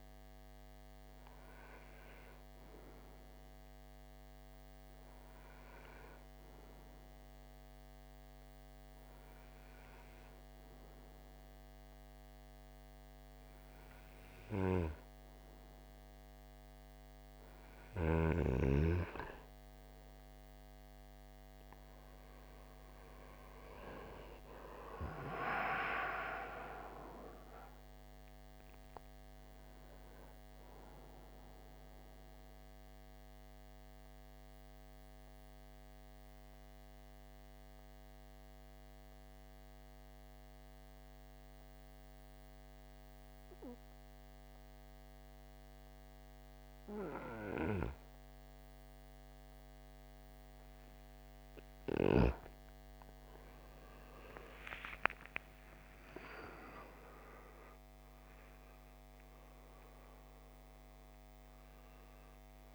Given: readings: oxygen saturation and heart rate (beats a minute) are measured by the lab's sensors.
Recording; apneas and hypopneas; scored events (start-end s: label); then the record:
breathing in sleep by a microphone on the trachea; 2
4.00-16.50 s: hypopnea (oxygen 95% before, 91% lowest, heart rate 54 before, 50 extreme, up 7 after)
19.50-25.50 s: arousal
32.50-51.00 s: mixed apnea (oxygen 95% before, 91% lowest, heart rate 56 before, 50 extreme, up 29 after)
54.00-58.50 s: arousal
From the record:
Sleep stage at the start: N2 (light sleep); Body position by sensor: on the right side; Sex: male